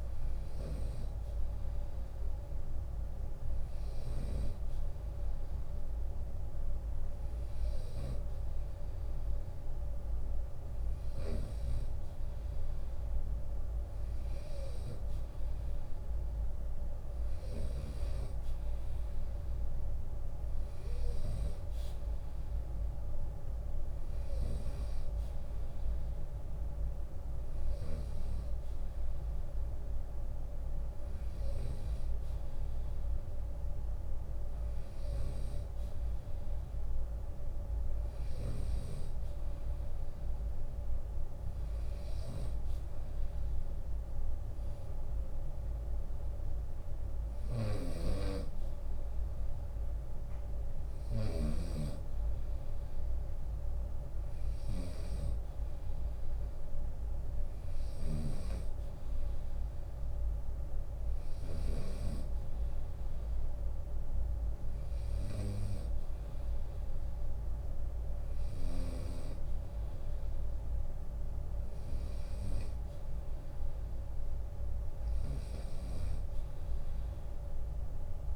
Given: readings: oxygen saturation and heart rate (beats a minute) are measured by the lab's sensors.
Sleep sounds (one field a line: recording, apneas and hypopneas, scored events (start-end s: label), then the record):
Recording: breathing in sleep by a room microphone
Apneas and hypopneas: none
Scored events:
46.50-61.00 s: snoring (device-marked)
From the record:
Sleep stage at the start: N2 (light sleep)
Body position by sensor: on the right side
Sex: male